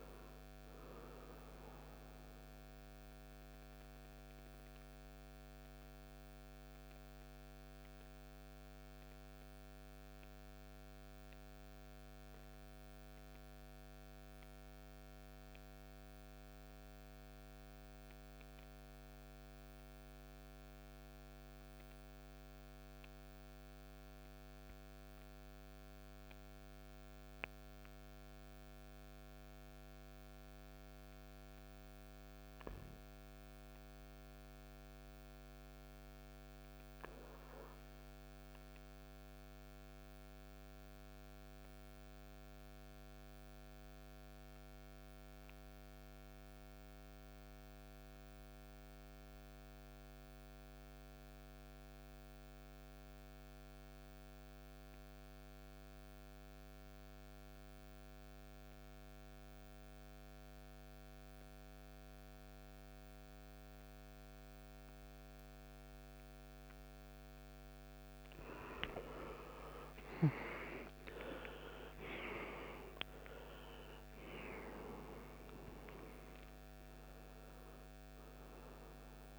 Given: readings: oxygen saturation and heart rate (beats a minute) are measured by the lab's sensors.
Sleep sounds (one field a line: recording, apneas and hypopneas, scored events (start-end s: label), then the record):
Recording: breathing in sleep by a microphone on the trachea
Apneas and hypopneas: 2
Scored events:
0.00-24.50 s: oxygen desaturation (device-marked, oxygen 84% lowest, heart rate 55 extreme)
3.00-33.00 s: mixed apnea (oxygen 98% before, 76% lowest, heart rate 66 before, 55 extreme, up 6 after)
36.00-39.50 s: arousal
38.50-79.39 s: oxygen desaturation (device-marked, oxygen 99% before, 76% lowest, heart rate 56 before, 55 extreme)
42.50-65.50 s: obstructive apnea (oxygen 100% before, 76% lowest, heart rate 57 before, 61 extreme, up 15 after)
68.50-72.50 s: arousal
73.50-79.39 s: new sleep stage, N2 (light sleep)
From the record:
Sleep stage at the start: REM sleep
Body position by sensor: on the right side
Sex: male